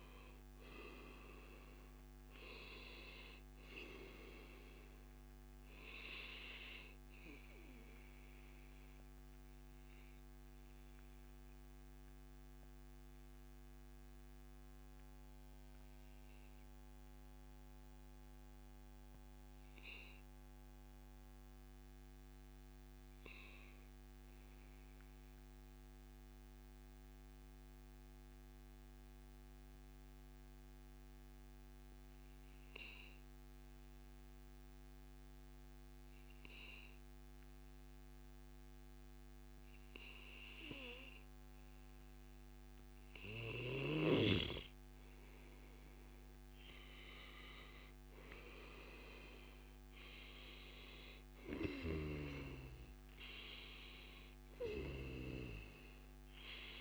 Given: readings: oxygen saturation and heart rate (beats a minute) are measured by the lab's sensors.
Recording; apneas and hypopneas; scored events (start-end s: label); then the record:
breathing in sleep by a microphone on the trachea; 1
6.50-8.50 s: long interval between heartbeats (device-marked, heart rate 141 before, 133 extreme)
10.00-42.50 s: obstructive apnea (oxygen 98% before, 92% lowest, heart rate 139 before, 96 extreme, up 26 after)
26.50-28.50 s: long interval between heartbeats (device-marked, heart rate 110 before, 106 extreme)
38.50-40.50 s: long interval between heartbeats (device-marked, heart rate 109 before, 96 extreme)
44.50-56.81 s: oxygen desaturation (device-marked, oxygen 98% before, 92% lowest, heart rate 104 before, 88 extreme)
45.00-49.50 s: arousal
49.00-51.00 s: long interval between heartbeats (device-marked, heart rate 105 before, 112 extreme)
From the record:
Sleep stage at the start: N2 (light sleep); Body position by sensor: on the back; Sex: male